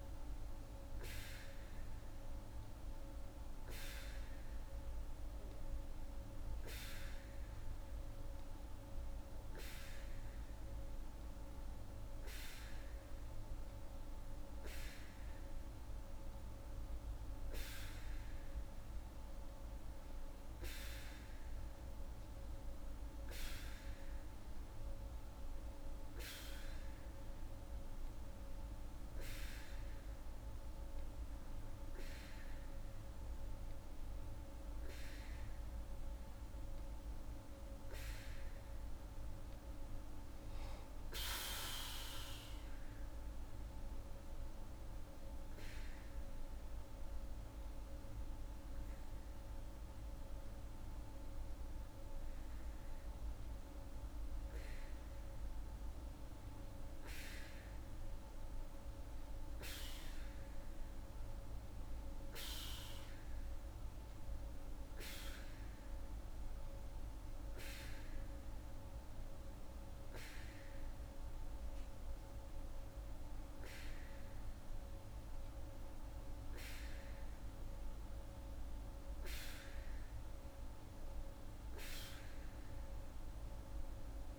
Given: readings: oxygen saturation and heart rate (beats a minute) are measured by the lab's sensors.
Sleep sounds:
breathing in sleep by a room microphone; 1
44.50-55.00 s: hypopnea (oxygen 87% before, 87% lowest, heart rate 66 before, 70 extreme, up 29 after)
56.00-59.00 s: arousal
66.00-79.00 s: oxygen desaturation (device-marked, oxygen 91% before, 87% lowest, heart rate 130 before, 56 extreme)
From the record:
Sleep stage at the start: N2 (light sleep); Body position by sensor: on the back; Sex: female

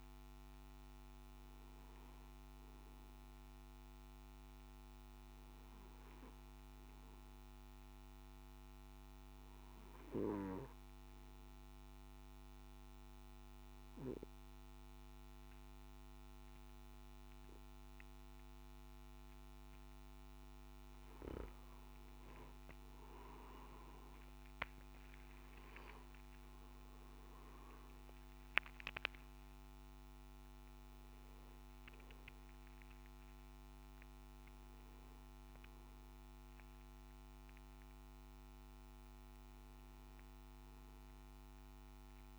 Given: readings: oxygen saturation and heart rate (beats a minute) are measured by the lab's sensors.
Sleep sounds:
breathing in sleep by a microphone on the trachea; 1
3.50-21.50 s: obstructive apnea (oxygen 98% before, 89% lowest, heart rate 56 before, 54 extreme, up 8 after)
From the record:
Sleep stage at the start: N2 (light sleep); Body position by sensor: on the back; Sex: male

